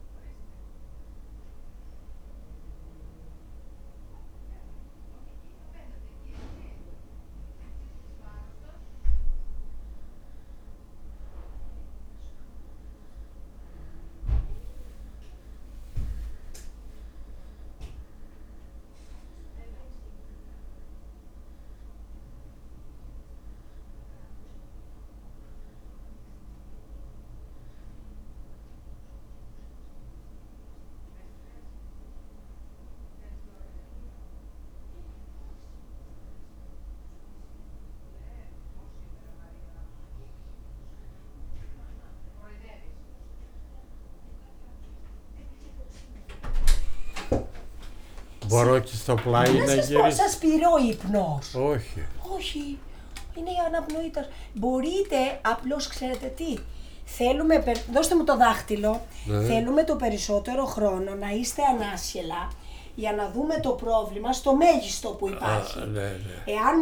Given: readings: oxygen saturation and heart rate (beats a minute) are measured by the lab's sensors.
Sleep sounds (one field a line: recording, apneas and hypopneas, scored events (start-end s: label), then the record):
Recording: a person awake in a sleep study, by a room microphone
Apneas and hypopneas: none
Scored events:
48.50-52.00 s: snoring (device-marked)
50.00-52.00 s: long interval between heartbeats (device-marked, heart rate 50 before, 59 extreme)
58.50-60.50 s: long interval between heartbeats (device-marked, heart rate 54 before, 82 extreme)
63.00-65.00 s: long interval between heartbeats (device-marked, heart rate 64 before, 127 extreme)
From the record:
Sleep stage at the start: awake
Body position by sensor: on the back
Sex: male